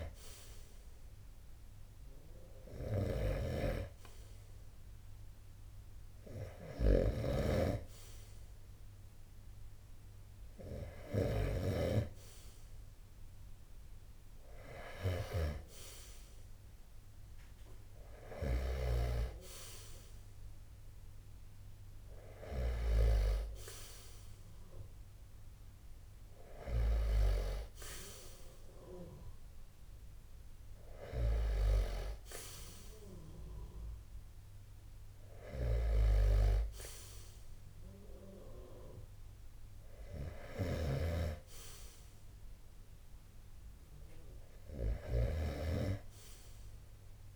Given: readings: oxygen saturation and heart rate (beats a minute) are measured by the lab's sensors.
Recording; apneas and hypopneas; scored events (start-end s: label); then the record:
breathing in sleep by a room microphone; none
0.00-10.50 s: oxygen desaturation (device-marked, oxygen 88% lowest, heart rate 50 extreme)
0.00-22.00 s: snoring (device-marked)
34.50-47.35 s: snoring (device-marked)
From the record:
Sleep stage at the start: N2 (light sleep); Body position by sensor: on the right side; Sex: male